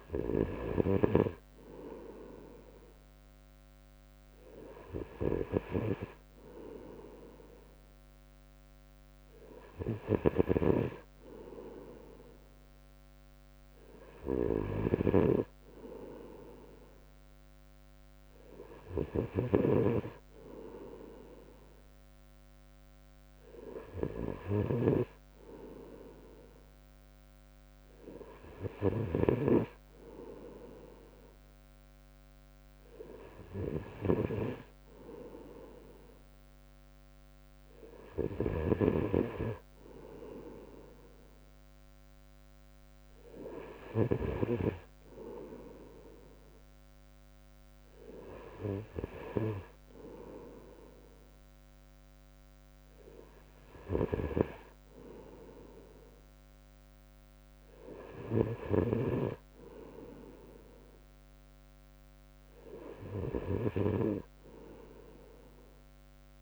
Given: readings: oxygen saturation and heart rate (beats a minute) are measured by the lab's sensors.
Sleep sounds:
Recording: breathing in sleep by a microphone on the trachea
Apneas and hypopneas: none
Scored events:
none scored
From the record:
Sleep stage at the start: N2 (light sleep)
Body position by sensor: on the right side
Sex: male

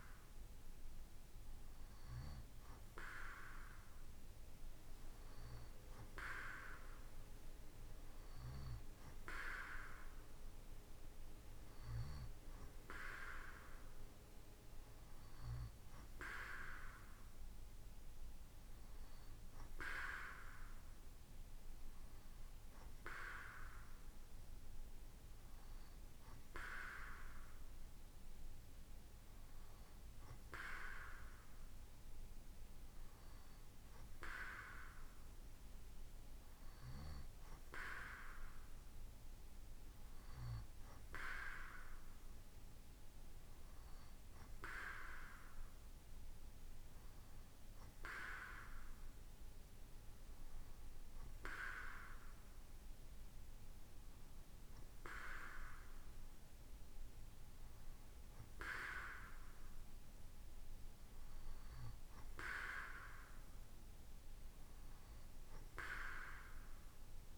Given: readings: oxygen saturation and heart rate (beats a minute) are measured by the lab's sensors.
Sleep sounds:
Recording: breathing in sleep by a room microphone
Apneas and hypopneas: none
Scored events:
none scored
From the record:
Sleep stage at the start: N2 (light sleep)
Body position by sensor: on the right side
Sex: male

